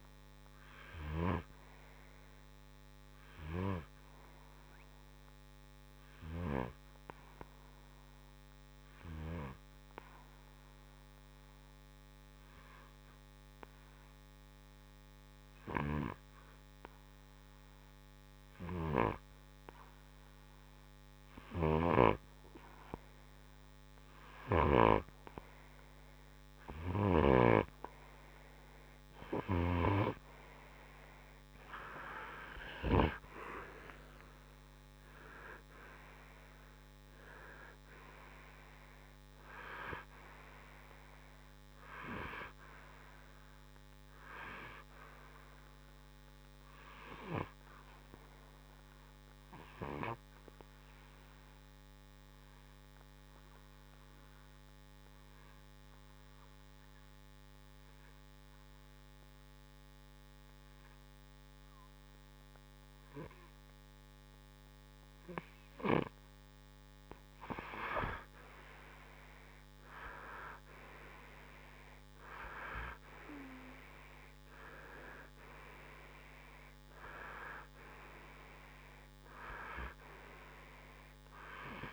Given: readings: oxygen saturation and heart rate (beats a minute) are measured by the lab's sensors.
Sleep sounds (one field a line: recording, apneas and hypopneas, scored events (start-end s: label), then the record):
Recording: breathing in sleep by a microphone on the trachea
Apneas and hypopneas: 2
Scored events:
9.50-21.50 s: obstructive apnea (oxygen 93% before, 91% lowest, heart rate 64 before, 60 extreme, up 5 after)
29.00-33.50 s: arousal
36.00-47.00 s: oxygen desaturation (device-marked, oxygen 96% before, 92% lowest, heart rate 64 before, 60 extreme)
49.00-65.00 s: obstructive apnea (oxygen 97% before, 91% lowest, heart rate 66 before, 61 extreme, up 6 after)
67.00-71.00 s: arousal
From the record:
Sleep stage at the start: N2 (light sleep)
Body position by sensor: on the right side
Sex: male